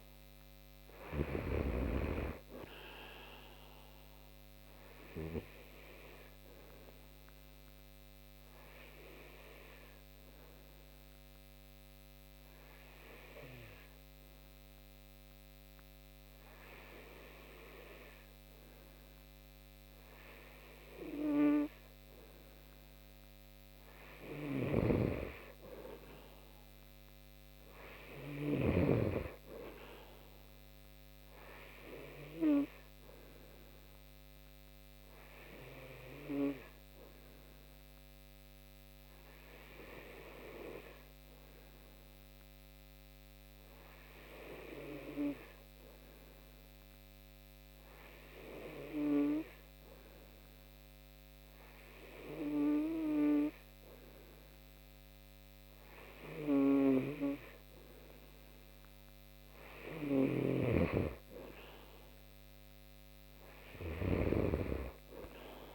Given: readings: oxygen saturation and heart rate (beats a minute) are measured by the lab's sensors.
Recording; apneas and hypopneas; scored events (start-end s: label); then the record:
breathing in sleep by a microphone on the trachea; 2
0.00-1.00 s: snoring (device-marked)
2.00-21.00 s: oxygen desaturation (device-marked, oxygen 93% before, 89% lowest)
5.50-21.50 s: obstructive apnea (oxygen 93% before, 89% lowest)
23.50-28.00 s: snoring (device-marked)
25.50-28.50 s: arousal
31.00-44.00 s: oxygen desaturation (device-marked, oxygen 94% before, 90% lowest)
33.50-55.00 s: hypopnea (oxygen 94% before, 89% lowest)
59.50-63.50 s: snoring (device-marked)
61.50-64.50 s: arousal
From the record:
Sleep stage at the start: N2 (light sleep); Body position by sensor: on the right side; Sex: male